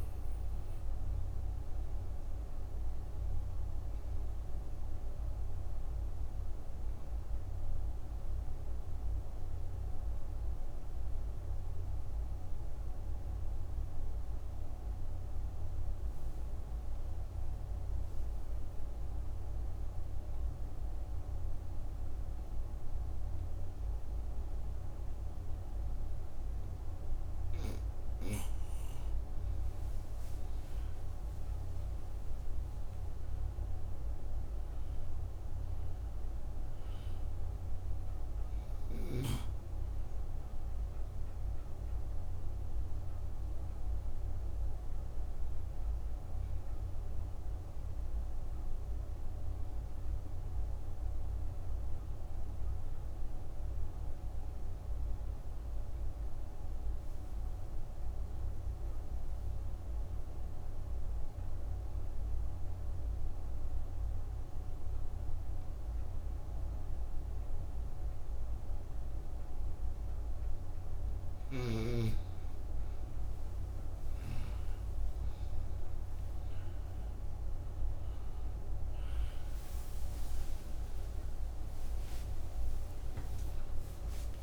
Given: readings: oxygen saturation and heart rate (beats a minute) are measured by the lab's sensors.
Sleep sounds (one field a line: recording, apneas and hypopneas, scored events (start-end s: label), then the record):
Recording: breathing in sleep, hard to hear, by a room microphone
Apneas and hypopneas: 2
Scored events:
0.00-16.00 s: oxygen desaturation (device-marked, oxygen 91% lowest)
3.00-28.00 s: obstructive apnea (oxygen 98% before, 87% lowest)
30.00-33.50 s: arousal
32.00-61.00 s: oxygen desaturation (device-marked, oxygen 97% before, 87% lowest)
45.50-71.50 s: obstructive apnea (oxygen 97% before, 87% lowest)
72.00-84.43 s: new sleep stage, awake
81.00-84.43 s: oxygen desaturation (device-marked, oxygen 96% before, 88% lowest)
From the record:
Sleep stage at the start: N2 (light sleep)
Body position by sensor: on the right side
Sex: female